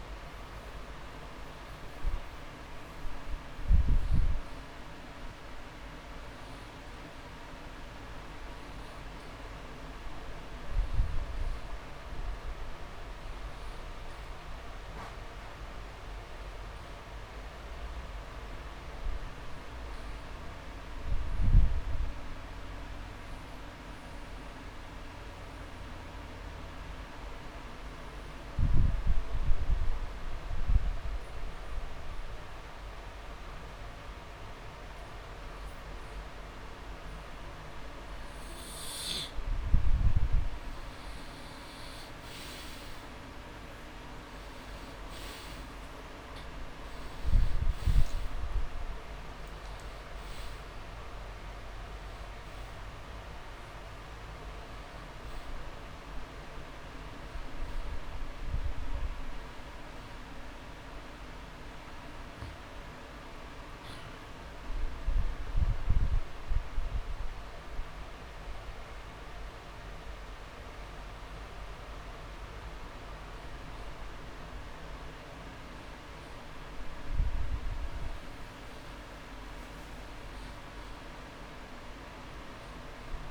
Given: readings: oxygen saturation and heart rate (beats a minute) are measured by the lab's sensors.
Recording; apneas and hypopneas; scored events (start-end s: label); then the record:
breathing in sleep, hard to hear, by a room microphone; 1
0.00-3.50 s: oxygen desaturation (device-marked, oxygen 90% lowest)
16.00-19.00 s: arousal
21.00-23.00 s: long interval between heartbeats (device-marked)
21.50-40.00 s: obstructive apnea (oxygen 99% before, 89% lowest)
41.50-44.50 s: arousal
45.50-75.50 s: oxygen desaturation (device-marked, oxygen 97% before, 89% lowest)
From the record:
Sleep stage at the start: N2 (light sleep); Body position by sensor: on the back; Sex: male